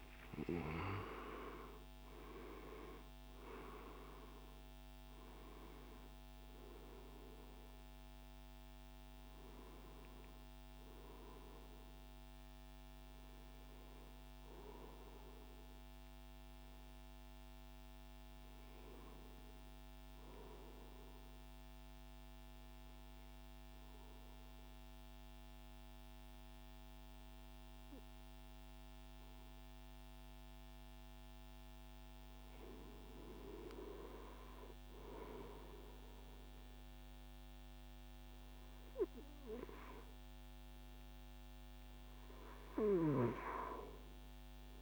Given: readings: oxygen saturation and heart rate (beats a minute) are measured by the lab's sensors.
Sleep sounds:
a person partly awake in a sleep study, by a microphone on the trachea; 1
15.50-44.82 s: new sleep stage, N2 (light sleep)
19.00-32.50 s: obstructive apnea (oxygen 99% before, 96% lowest, heart rate 165 before, 159 extreme, up 24 after)
34.50-38.50 s: arousal
From the record:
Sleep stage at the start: awake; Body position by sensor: on the right side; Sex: male

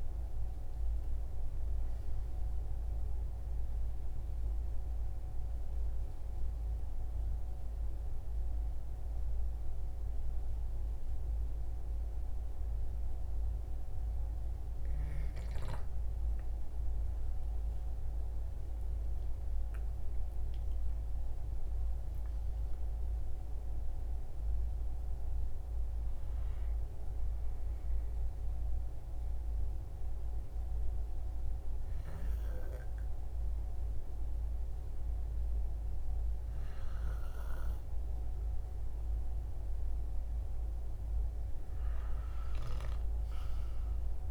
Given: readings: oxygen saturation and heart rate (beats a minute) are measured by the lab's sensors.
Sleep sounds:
a person partly awake in a sleep study, hard to hear, by a room microphone; 1
6.00-44.31 s: new sleep stage, N2 (light sleep)
27.50-38.50 s: hypopnea (oxygen 98% before, 95% lowest, heart rate 63 before, 56 extreme, up 8 after)
41.50-44.31 s: arousal
From the record:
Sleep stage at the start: awake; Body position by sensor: on the right side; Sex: male

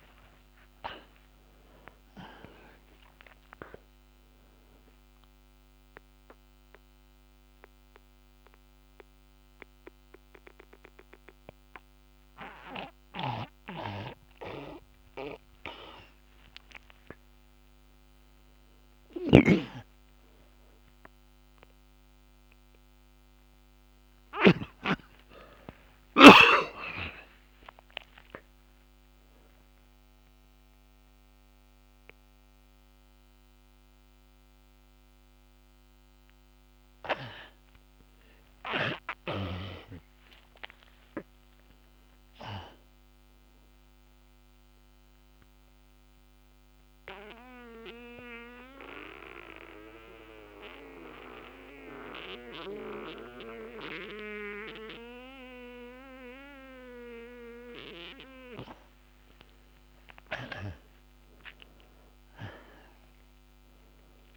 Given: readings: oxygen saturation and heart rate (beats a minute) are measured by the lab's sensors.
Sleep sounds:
breathing in sleep by a microphone on the trachea; 2
6.50-18.00 s: mixed apnea (oxygen 96% before, 84% lowest)
6.50-19.50 s: oxygen desaturation (device-marked, oxygen 95% before, 88% lowest)
19.00-23.00 s: arousal
19.50-25.00 s: snoring (device-marked)
36.50-52.50 s: oxygen desaturation (device-marked, oxygen 94% before, 88% lowest)
39.50-42.50 s: arousal
44.50-59.00 s: central apnea (oxygen 94% before, 82% lowest)
60.00-64.37 s: arousal
From the record:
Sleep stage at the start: N1 (lightest sleep); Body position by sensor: on the back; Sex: male

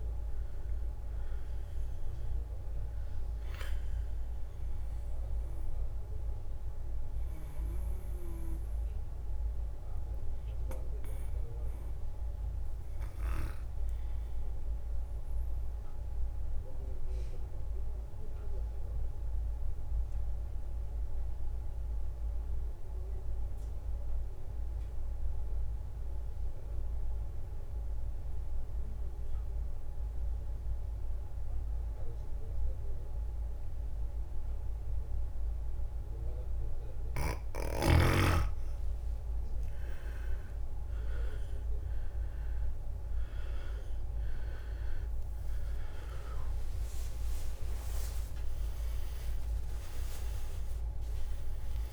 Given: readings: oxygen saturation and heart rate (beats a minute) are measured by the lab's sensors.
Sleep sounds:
breathing in sleep, hard to hear, by a room microphone; 1
0.00-7.50 s: drop in pulse transit time (device-marked, heart rate 65 extreme)
0.00-9.50 s: oxygen desaturation (device-marked, oxygen 94% lowest, heart rate 58 extreme)
6.50-7.50 s: leg movement (device-marked)
11.50-21.50 s: oxygen desaturation (device-marked, oxygen 96% before, 92% lowest, heart rate 69 before, 58 extreme)
16.00-35.50 s: obstructive apnea (oxygen 99% before, 90% lowest, heart rate 69 before, 58 extreme, up 12 after)
37.50-51.93 s: oxygen desaturation (device-marked, oxygen 100% before, 90% lowest, heart rate 62 before, 61 extreme)
39.00-46.00 s: arousal
40.50-51.93 s: drop in pulse transit time (device-marked, heart rate 62 before, 68 extreme)
46.00-49.00 s: leg movement (device-marked)
From the record:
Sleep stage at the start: N2 (light sleep); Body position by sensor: on the back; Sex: male

